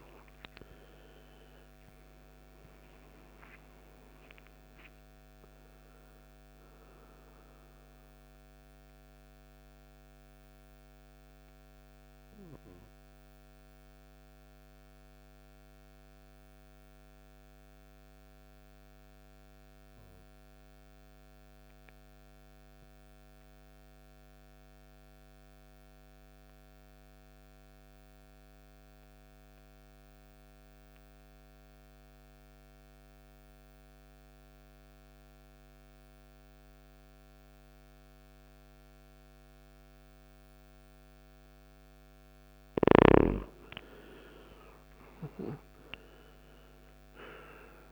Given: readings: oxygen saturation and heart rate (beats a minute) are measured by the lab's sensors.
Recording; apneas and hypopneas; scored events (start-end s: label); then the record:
breathing in sleep by a microphone on the trachea; 1
0.00-24.50 s: oxygen desaturation (device-marked, oxygen 84% lowest, heart rate 52 extreme)
8.50-42.00 s: mixed apnea (oxygen 98% before, 84% lowest, heart rate 69 before, 52 extreme, up 20 after)
38.50-47.92 s: oxygen desaturation (device-marked, oxygen 99% before, 85% lowest, heart rate 56 before, 51 extreme)
45.00-47.92 s: arousal
From the record:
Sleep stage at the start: N2 (light sleep); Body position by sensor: on the right side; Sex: male